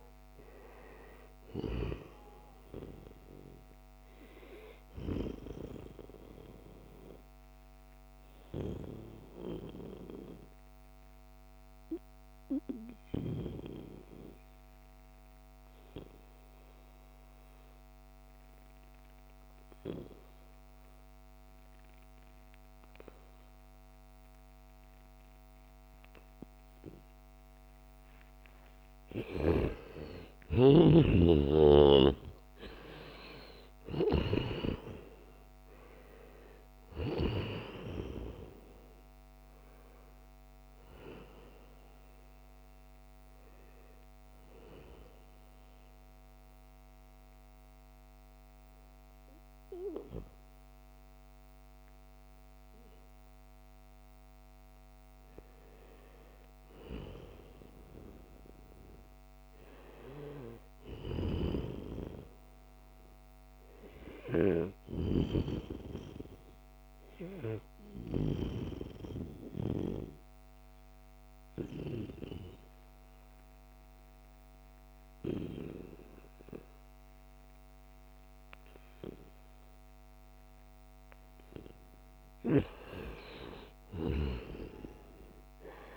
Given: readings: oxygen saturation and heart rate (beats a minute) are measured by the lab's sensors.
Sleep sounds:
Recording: breathing in sleep by a microphone on the trachea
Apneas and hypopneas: 3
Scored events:
0.00-19.00 s: oxygen desaturation (device-marked, oxygen 91% lowest, heart rate 71 extreme)
7.00-29.00 s: obstructive apnea (oxygen 97% before, 90% lowest, heart rate 76 before, 71 extreme, up 4 after)
30.00-33.50 s: arousal
32.00-54.00 s: oxygen desaturation (device-marked, oxygen 96% before, 90% lowest, heart rate 73 before, 74 extreme)
45.50-55.50 s: obstructive apnea (oxygen 97% before, 90% lowest, heart rate 76 before, 73 extreme)
57.00-61.00 s: arousal
69.50-81.50 s: obstructive apnea (oxygen 97% before, 91% lowest, heart rate 77 before, 73 extreme, up 5 after)
83.00-85.97 s: arousal
83.00-85.97 s: oxygen desaturation (device-marked, oxygen 95% before, 91% lowest, heart rate 75 before, 72 extreme)
From the record:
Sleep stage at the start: N2 (light sleep)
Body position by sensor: on the right side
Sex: male

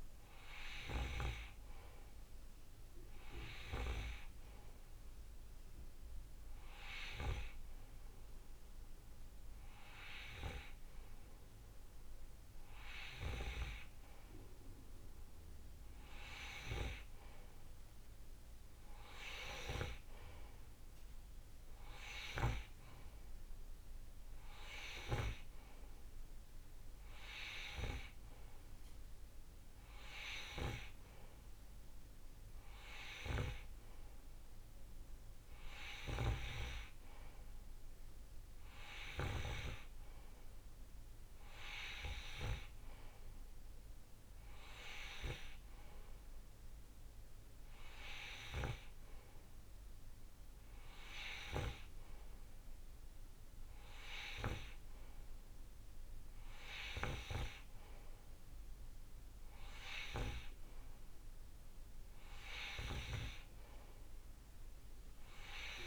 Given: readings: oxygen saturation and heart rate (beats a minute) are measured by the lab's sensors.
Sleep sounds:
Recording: breathing in sleep by a room microphone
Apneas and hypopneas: none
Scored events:
none scored
From the record:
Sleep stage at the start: N2 (light sleep)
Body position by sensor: on the right side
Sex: male

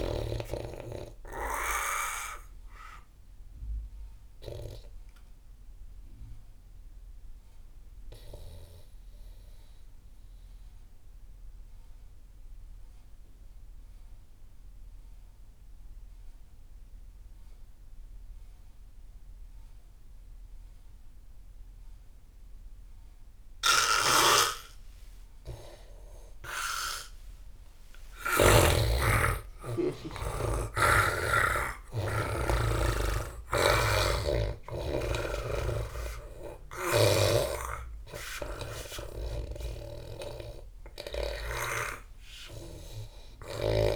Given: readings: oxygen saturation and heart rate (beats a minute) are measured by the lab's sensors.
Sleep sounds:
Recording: breathing in sleep by a room microphone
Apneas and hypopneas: 1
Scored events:
0.00-14.00 s: oxygen desaturation (device-marked, oxygen 85% lowest)
1.50-27.00 s: obstructive apnea (oxygen 98% before, 80% lowest)
24.00-28.50 s: snoring (device-marked)
28.00-33.50 s: arousal
28.00-43.96 s: oxygen desaturation (device-marked, oxygen 97% before, 83% lowest)
From the record:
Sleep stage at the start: N2 (light sleep)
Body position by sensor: on the back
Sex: male

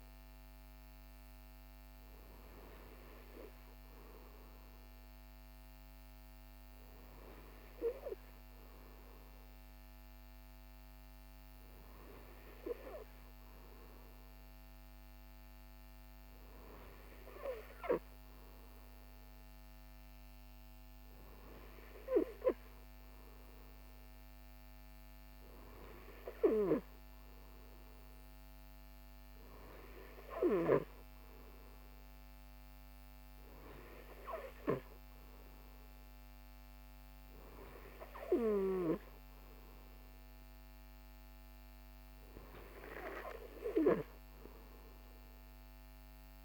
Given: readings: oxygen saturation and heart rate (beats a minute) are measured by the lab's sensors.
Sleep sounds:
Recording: breathing in sleep by a microphone on the trachea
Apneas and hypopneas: none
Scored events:
none scored
From the record:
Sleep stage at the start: N2 (light sleep)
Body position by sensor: on the right side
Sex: male

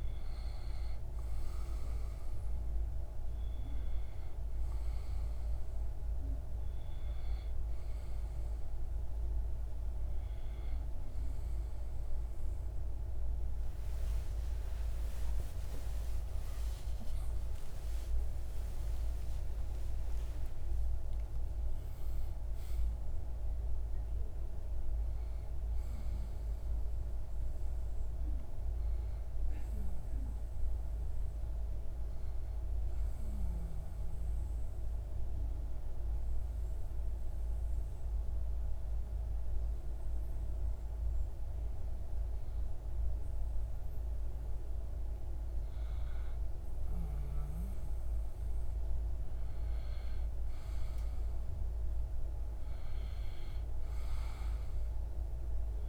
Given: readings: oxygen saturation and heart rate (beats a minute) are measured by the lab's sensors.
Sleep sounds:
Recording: breathing in sleep, hard to hear, by a room microphone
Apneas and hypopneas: 1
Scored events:
13.00-19.00 s: arousal
32.00-44.00 s: obstructive apnea (oxygen 97% before, 93% lowest)
45.50-50.50 s: arousal
53.00-55.88 s: oxygen desaturation (device-marked, oxygen 96% before, 93% lowest)
From the record:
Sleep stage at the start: N2 (light sleep)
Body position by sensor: on the back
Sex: male

